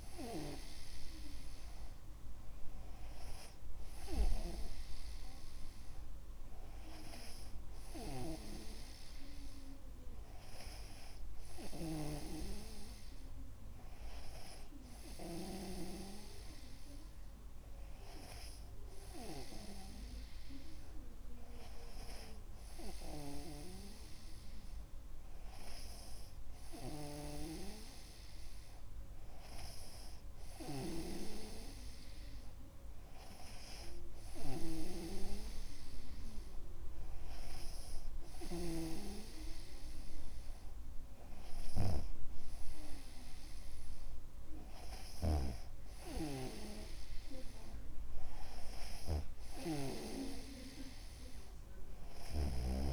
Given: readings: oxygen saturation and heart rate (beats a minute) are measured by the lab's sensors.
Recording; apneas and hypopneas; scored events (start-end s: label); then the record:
breathing in sleep by a room microphone; none
31.00-52.93 s: snoring (device-marked)
From the record:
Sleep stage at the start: N2 (light sleep); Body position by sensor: on the back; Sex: male